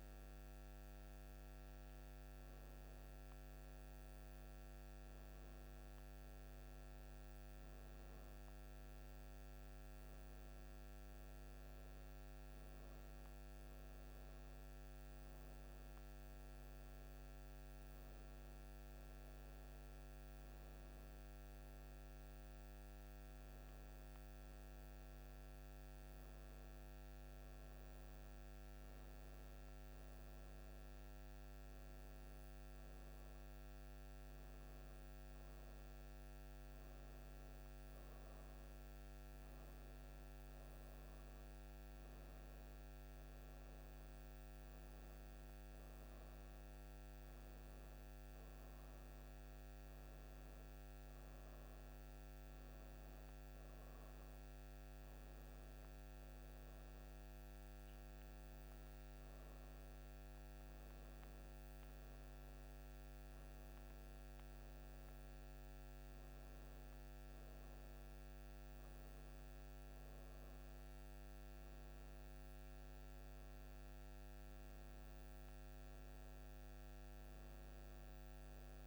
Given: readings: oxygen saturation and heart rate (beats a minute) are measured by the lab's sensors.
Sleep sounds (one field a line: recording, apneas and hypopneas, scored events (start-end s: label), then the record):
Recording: breathing in sleep, hard to hear, by a microphone on the trachea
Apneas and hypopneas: none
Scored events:
none scored
From the record:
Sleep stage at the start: N2 (light sleep)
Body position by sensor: on the right side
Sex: female